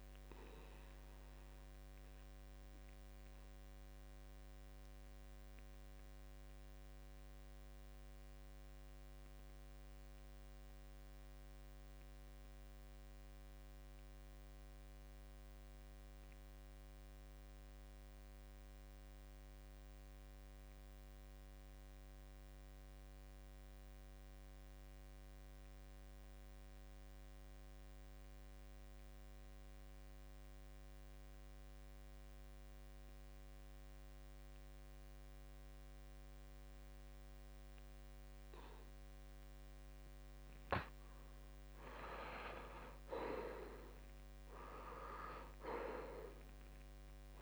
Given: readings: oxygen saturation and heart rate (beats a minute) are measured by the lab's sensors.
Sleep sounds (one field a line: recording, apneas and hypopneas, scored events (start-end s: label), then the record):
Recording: breathing in sleep by a microphone on the trachea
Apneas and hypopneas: 1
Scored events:
0.00-17.00 s: oxygen desaturation (device-marked, oxygen 81% lowest, heart rate 66 extreme)
1.00-39.00 s: obstructive apnea (oxygen 96% before, 79% lowest, heart rate 73 before, 66 extreme, up 2 after)
31.00-47.42 s: oxygen desaturation (device-marked, oxygen 97% before, 79% lowest, heart rate 69 before, 66 extreme)
42.50-46.00 s: arousal
From the record:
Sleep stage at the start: N2 (light sleep)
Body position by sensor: on the back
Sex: male